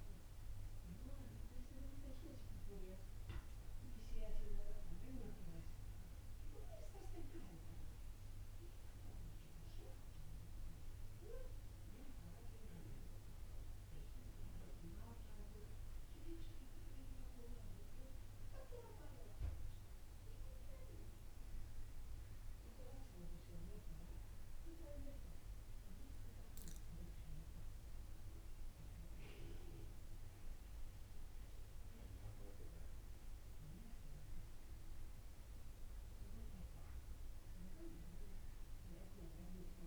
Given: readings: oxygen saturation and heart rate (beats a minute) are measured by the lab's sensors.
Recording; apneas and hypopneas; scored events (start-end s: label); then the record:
breathing in sleep by a room microphone; none
none scored
From the record:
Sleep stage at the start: N1 (lightest sleep); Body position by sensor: on the back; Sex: male